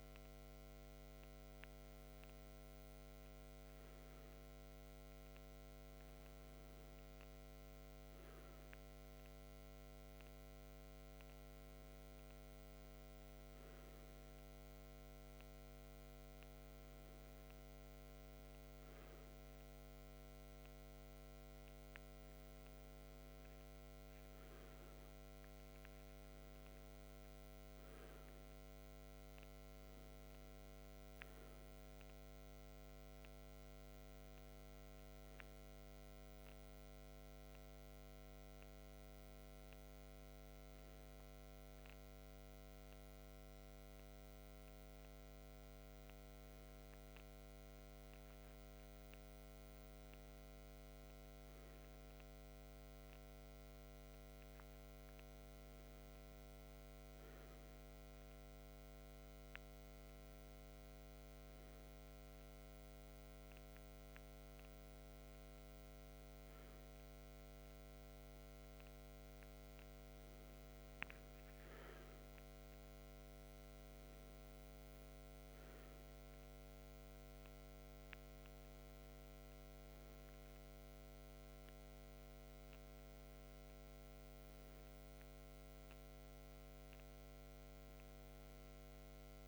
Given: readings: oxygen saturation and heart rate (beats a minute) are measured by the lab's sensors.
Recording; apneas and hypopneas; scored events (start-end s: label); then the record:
breathing in sleep, hard to hear, by a microphone on the trachea; none
none scored
From the record:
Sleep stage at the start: N2 (light sleep); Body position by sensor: on the left side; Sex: male